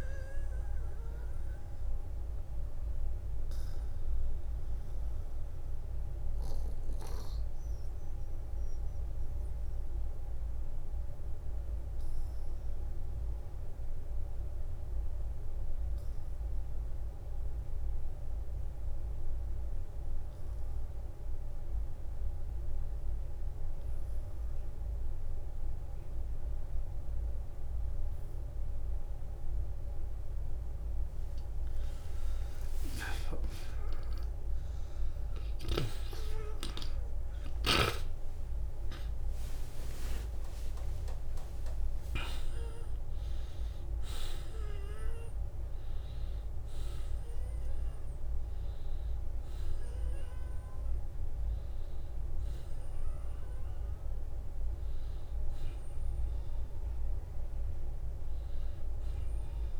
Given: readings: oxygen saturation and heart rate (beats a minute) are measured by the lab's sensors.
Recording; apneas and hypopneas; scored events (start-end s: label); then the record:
breathing in sleep by a room microphone; 1
0.00-1.50 s: long interval between heartbeats (device-marked, heart rate 66 extreme)
0.00-21.00 s: oxygen desaturation (device-marked, oxygen 83% lowest, heart rate 42 extreme)
2.50-30.50 s: obstructive apnea (oxygen 97% before, 83% lowest, heart rate 64 before, 42 extreme, up 21 after)
14.00-16.00 s: long interval between heartbeats (device-marked, heart rate 58 before, 46 extreme)
19.00-21.00 s: long interval between heartbeats (device-marked, heart rate 52 before, 45 extreme)
33.00-39.50 s: arousal
33.00-54.00 s: oxygen desaturation (device-marked, oxygen 97% before, 91% lowest, heart rate 48 before, 49 extreme)
39.00-41.00 s: long interval between heartbeats (device-marked, heart rate 52 before, 79 extreme)
41.00-43.00 s: long interval between heartbeats (device-marked, heart rate 55 before, 90 extreme)
50.00-52.00 s: long interval between heartbeats (device-marked, heart rate 71 before, 68 extreme)
From the record:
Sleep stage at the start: N2 (light sleep); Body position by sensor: on the back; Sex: male